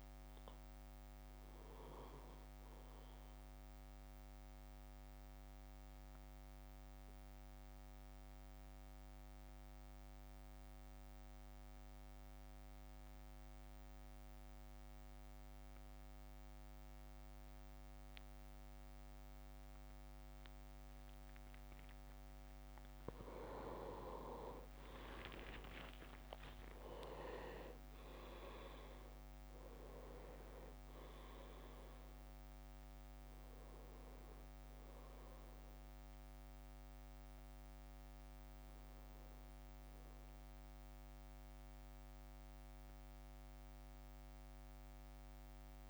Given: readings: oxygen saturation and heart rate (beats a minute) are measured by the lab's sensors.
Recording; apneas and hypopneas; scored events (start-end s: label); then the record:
breathing in sleep by a microphone on the trachea; 1
5.00-22.50 s: mixed apnea (oxygen 99% before, 94% lowest, heart rate 57 before, 52 extreme, up 9 after)
24.00-28.50 s: arousal
25.50-37.50 s: oxygen desaturation (device-marked, oxygen 99% before, 95% lowest, heart rate 54 before, 54 extreme)
25.50-40.50 s: drop in pulse transit time (device-marked, heart rate 54 before, 54 extreme)
From the record:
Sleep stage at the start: N2 (light sleep); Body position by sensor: on the back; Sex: male